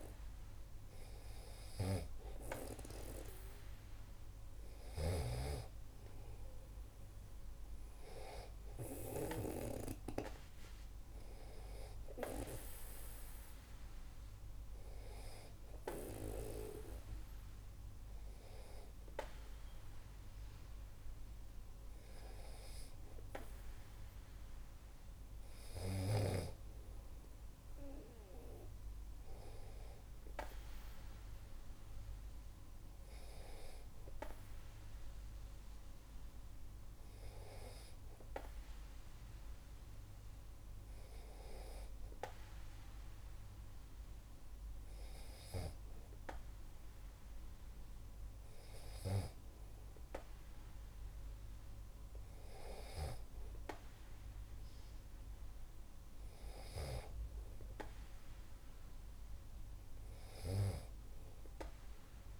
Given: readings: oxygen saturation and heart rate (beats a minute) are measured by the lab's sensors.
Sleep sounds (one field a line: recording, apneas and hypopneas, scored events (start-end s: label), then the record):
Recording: breathing in sleep by a room microphone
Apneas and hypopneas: none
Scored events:
4.50-8.00 s: arousal
5.00-9.50 s: snoring (device-marked)
From the record:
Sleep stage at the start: N2 (light sleep)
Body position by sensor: on the back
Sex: male